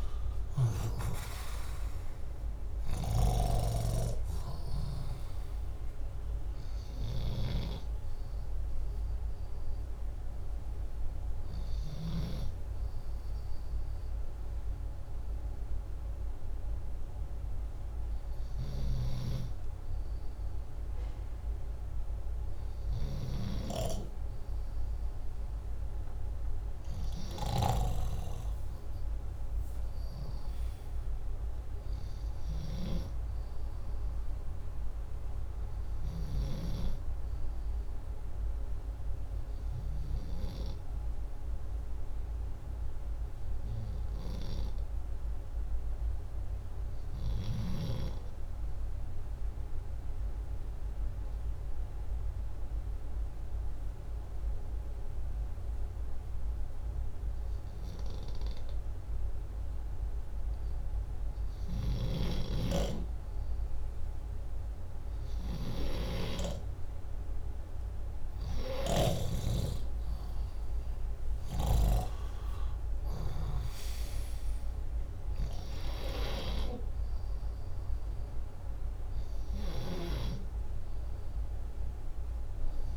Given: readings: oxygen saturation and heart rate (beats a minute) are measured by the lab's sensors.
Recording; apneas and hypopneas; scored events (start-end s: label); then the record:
breathing in sleep by a room microphone; 2
0.00-1.00 s: arousal
0.00-30.00 s: oxygen desaturation (device-marked, oxygen 96% before, 82% lowest, heart rate 75 before, 61 extreme)
10.50-23.00 s: hypopnea (oxygen 96% before, 82% lowest, heart rate 84 before, 61 extreme, up 6 after)
27.50-32.50 s: arousal
47.50-60.00 s: obstructive apnea (oxygen 98% before, 88% lowest, heart rate 66 before, 62 extreme, up 3 after)
64.00-68.00 s: arousal
70.00-82.97 s: oxygen desaturation (device-marked, oxygen 95% before, 88% lowest, heart rate 63 before, 61 extreme)
From the record:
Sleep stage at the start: N2 (light sleep); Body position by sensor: upright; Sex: male